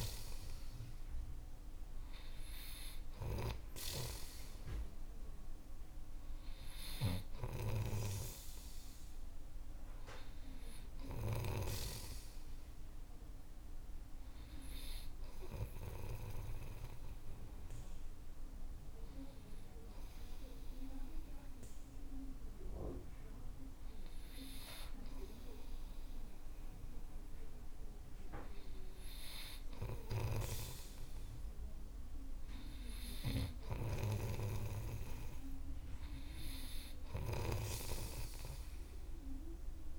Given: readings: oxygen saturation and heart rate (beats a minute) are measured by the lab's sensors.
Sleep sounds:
breathing in sleep by a room microphone; none
0.00-5.50 s: oxygen desaturation (device-marked, oxygen 91% lowest, heart rate 51 extreme)
8.00-12.00 s: snoring (device-marked)
30.50-39.99 s: snoring (device-marked)
From the record:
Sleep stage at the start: N3 (deep sleep); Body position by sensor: on the right side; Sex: male

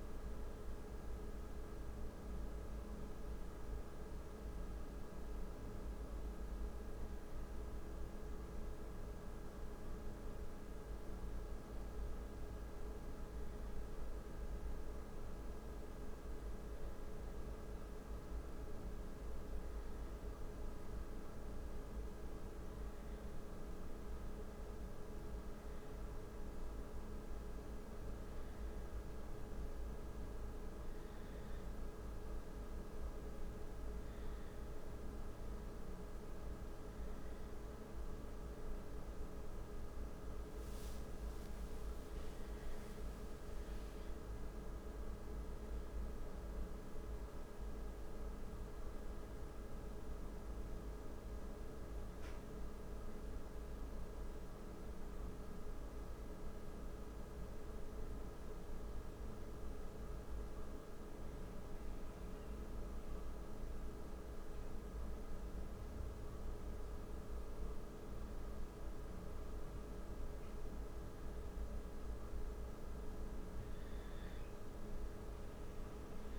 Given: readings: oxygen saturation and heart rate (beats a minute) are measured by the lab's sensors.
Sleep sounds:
breathing in sleep, hard to hear, by a room microphone; none
37.00-41.00 s: arousal
From the record:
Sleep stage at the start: N1 (lightest sleep); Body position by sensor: on the right side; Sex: male

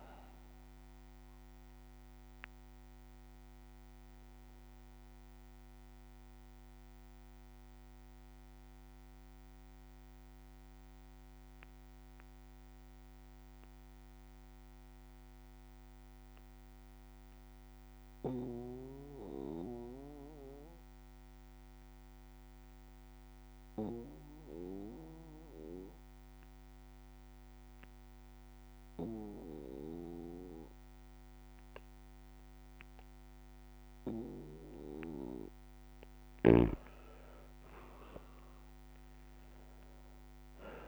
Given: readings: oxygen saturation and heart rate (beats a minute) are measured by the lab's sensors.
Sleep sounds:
breathing in sleep by a microphone on the trachea; 1
0.00-17.50 s: oxygen desaturation (device-marked, oxygen 94% lowest, heart rate 57 extreme)
1.50-34.50 s: bradycardia (device-marked, heart rate 61 before, 57 extreme)
5.50-33.50 s: obstructive apnea (oxygen 98% before, 91% lowest, heart rate 63 before, 56 extreme, up 3 after)
32.50-40.88 s: oxygen desaturation (device-marked, oxygen 99% before, 91% lowest, heart rate 58 before, 55 extreme)
35.50-39.50 s: arousal
From the record:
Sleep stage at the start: N2 (light sleep); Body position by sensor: on the back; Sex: male

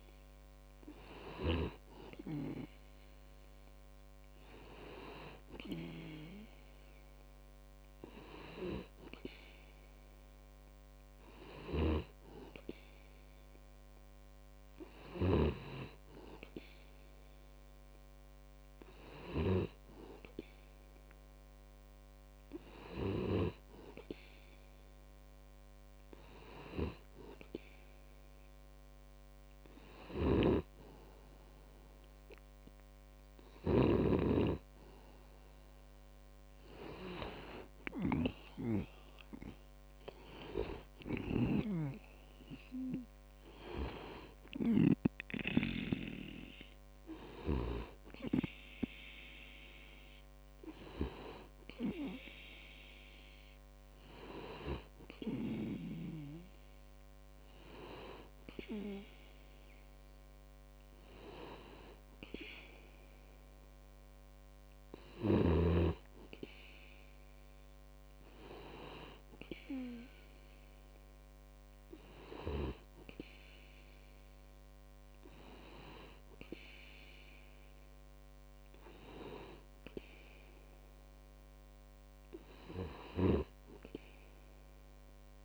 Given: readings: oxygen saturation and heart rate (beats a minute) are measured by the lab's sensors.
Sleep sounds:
breathing in sleep by a microphone on the trachea; none
none scored
From the record:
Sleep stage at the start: N2 (light sleep); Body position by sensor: on the back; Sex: male

